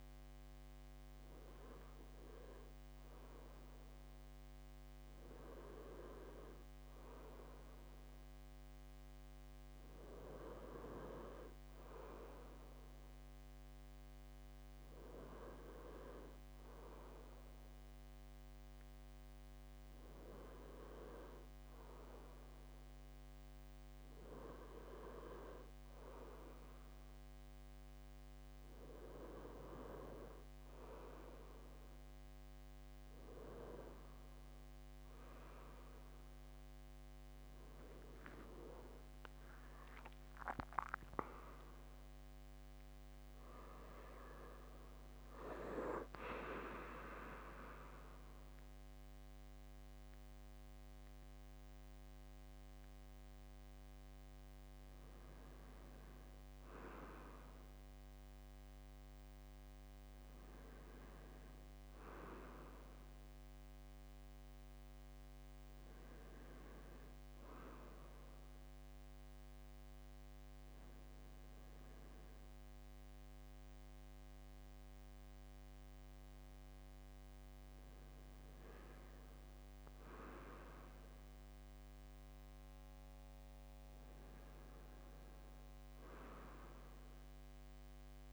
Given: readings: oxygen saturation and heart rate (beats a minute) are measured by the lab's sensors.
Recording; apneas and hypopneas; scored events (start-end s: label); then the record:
breathing in sleep by a microphone on the trachea; 1
38.00-44.50 s: arousal
67.50-78.50 s: obstructive apnea (oxygen 96% before, 95% lowest, heart rate 68 before, 64 extreme, up 3 after)
81.50-85.00 s: arousal
From the record:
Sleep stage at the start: N2 (light sleep); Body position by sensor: on the left side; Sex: male